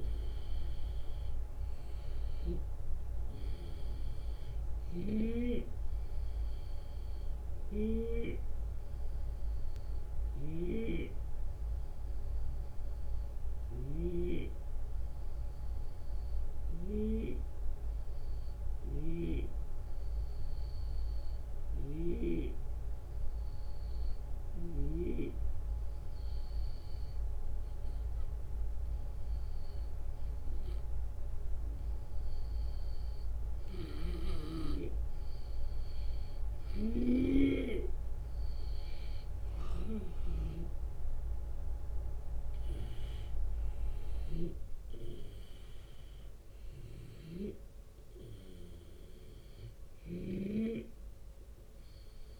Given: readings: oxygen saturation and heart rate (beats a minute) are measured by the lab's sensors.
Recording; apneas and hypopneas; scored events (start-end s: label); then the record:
breathing in sleep by a room microphone; 1
0.00-2.00 s: snoring (device-marked)
0.00-8.00 s: drop in pulse transit time (device-marked, heart rate 75 extreme)
3.00-21.00 s: oxygen desaturation (device-marked, oxygen 94% before, 90% lowest, heart rate 77 before, 71 extreme)
4.00-7.50 s: snoring (device-marked)
7.50-32.00 s: hypopnea (oxygen 94% before, 89% lowest, heart rate 79 before, 71 extreme, up 5 after)
9.50-16.50 s: snoring (device-marked)
21.00-24.50 s: snoring (device-marked)
33.00-52.40 s: snoring (device-marked)
37.00-52.00 s: drop in pulse transit time (device-marked, heart rate 73 before, 76 extreme)
38.00-42.50 s: arousal
38.00-52.40 s: oxygen desaturation (device-marked, oxygen 93% before, 89% lowest, heart rate 73 before, 69 extreme)
From the record:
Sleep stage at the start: N2 (light sleep); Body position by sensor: on the left side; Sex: male